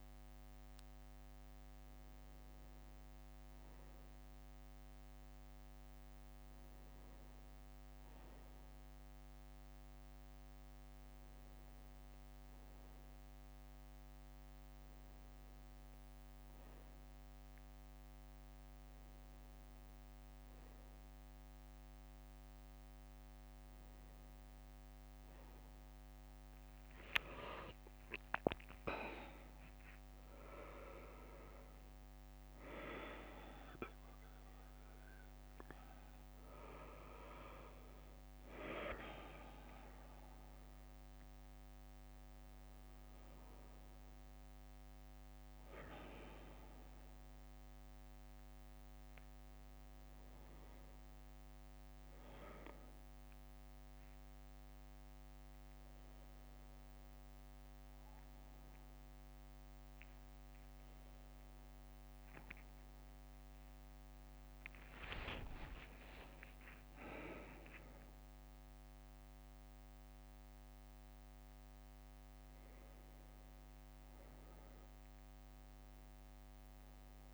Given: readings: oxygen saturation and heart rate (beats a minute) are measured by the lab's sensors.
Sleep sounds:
breathing in sleep by a microphone on the trachea; none
26.00-30.00 s: arousal
33.00-43.00 s: bradycardia (device-marked, heart rate 65 before, 58 extreme)
60.00-77.33 s: new sleep stage, awake
61.00-63.00 s: long interval between heartbeats (device-marked, heart rate 60 before, 72 extreme)
64.50-66.50 s: long interval between heartbeats (device-marked, heart rate 62 before, 82 extreme)
From the record:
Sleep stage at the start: N1 (lightest sleep); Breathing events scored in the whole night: 215 in 4.7 hours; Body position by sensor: on the back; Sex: male

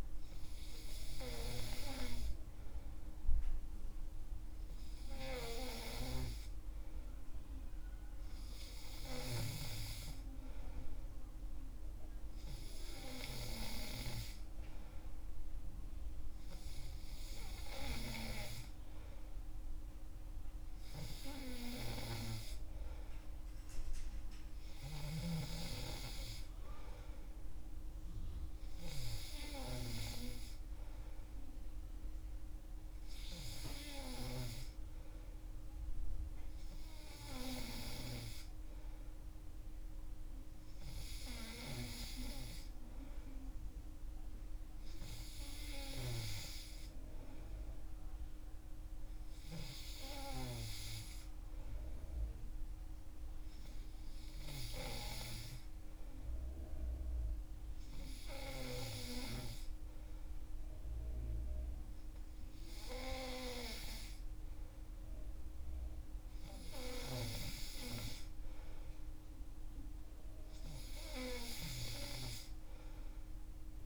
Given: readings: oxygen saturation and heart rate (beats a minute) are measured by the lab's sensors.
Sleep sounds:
breathing in sleep by a room microphone; none
none scored
From the record:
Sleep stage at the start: N3 (deep sleep); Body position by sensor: on the back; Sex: male

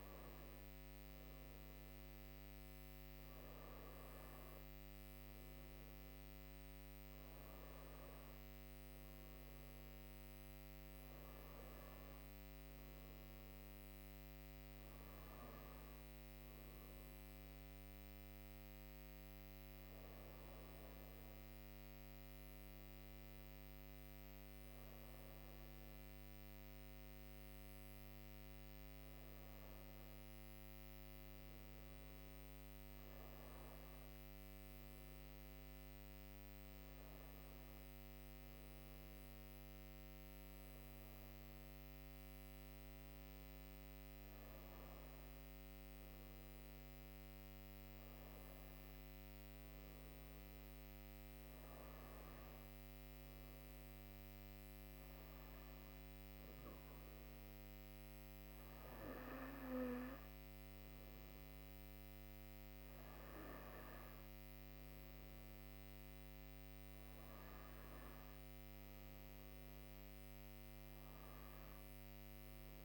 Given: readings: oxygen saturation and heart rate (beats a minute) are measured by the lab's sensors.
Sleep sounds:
breathing in sleep, hard to hear, by a microphone on the trachea; none
19.00-24.00 s: arousal
From the record:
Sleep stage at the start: N2 (light sleep); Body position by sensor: on the right side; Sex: female

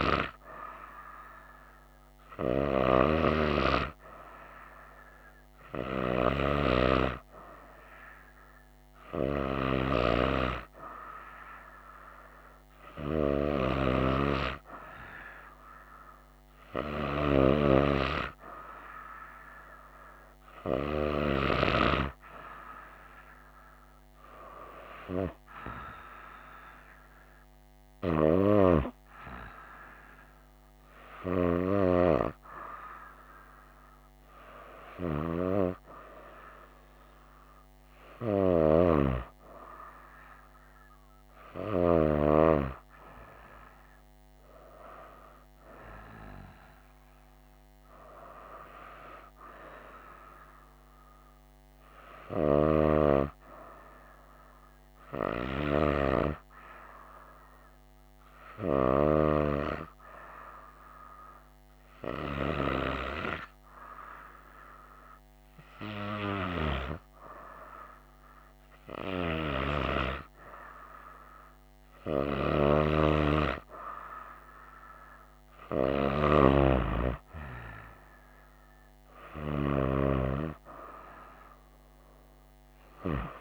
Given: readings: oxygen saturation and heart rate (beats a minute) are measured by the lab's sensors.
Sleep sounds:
breathing in sleep by a microphone on the trachea; 1
44.00-49.00 s: arousal
58.00-71.00 s: hypopnea (oxygen 96% before, 94% lowest, heart rate 66 before, 63 extreme, up 5 after)
74.00-77.50 s: arousal
From the record:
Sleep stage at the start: N2 (light sleep); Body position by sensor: on the right side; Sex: female

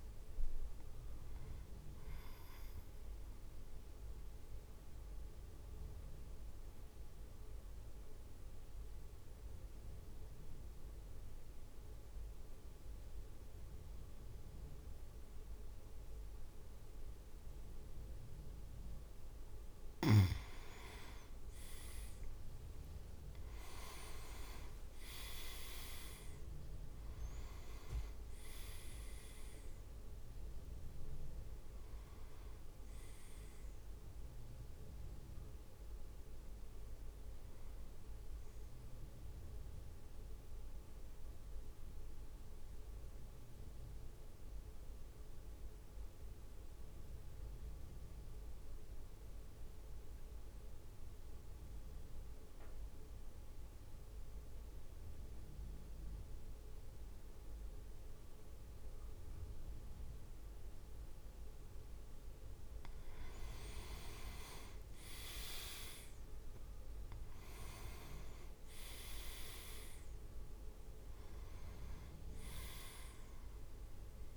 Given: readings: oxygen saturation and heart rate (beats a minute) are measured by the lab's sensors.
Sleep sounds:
breathing in sleep by a room microphone; 2
4.00-20.00 s: mixed apnea (oxygen 100% before, 96% lowest, heart rate 55 before, 51 extreme, up 7 after)
21.50-26.00 s: arousal
24.00-25.50 s: leg movement (device-marked)
24.00-37.00 s: drop in pulse transit time (device-marked, heart rate 53 before, 52 extreme)
39.50-62.00 s: mixed apnea (oxygen 99% before, 95% lowest, heart rate 55 before, 49 extreme, up 6 after)
63.50-67.50 s: arousal
66.00-74.37 s: drop in pulse transit time (device-marked, heart rate 54 before, 51 extreme)
66.00-74.37 s: oxygen desaturation (device-marked, oxygen 100% before, 96% lowest, heart rate 54 before, 49 extreme)
From the record:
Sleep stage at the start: N2 (light sleep); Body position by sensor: on the back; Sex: male

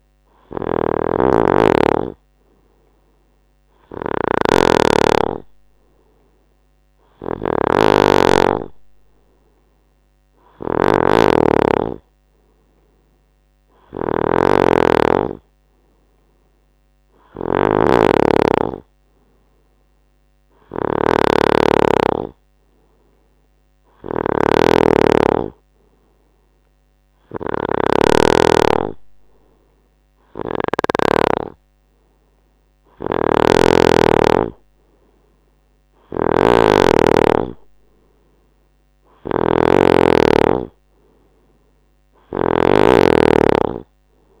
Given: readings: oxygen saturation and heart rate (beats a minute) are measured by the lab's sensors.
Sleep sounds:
breathing in sleep by a microphone on the trachea; none
0.00-31.00 s: snoring (device-marked)
33.00-44.40 s: snoring (device-marked)
From the record:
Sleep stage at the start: N3 (deep sleep); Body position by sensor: on the right side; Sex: male

